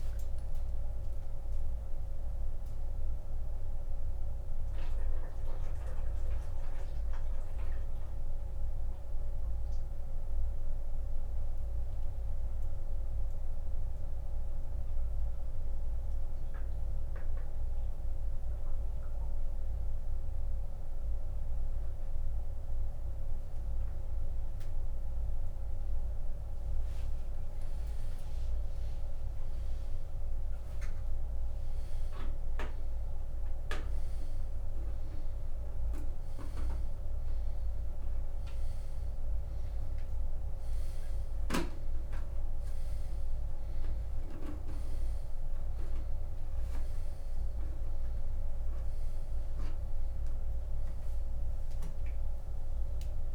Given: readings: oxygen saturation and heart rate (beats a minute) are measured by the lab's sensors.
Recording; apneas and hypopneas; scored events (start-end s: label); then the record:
a person partly awake in a sleep study, hard to hear, by a room microphone; none
0.00-2.00 s: oxygen desaturation (device-marked, oxygen 86% lowest)
34.00-53.35 s: new sleep stage, awake
From the record:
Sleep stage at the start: N1 (lightest sleep); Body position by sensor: upright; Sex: male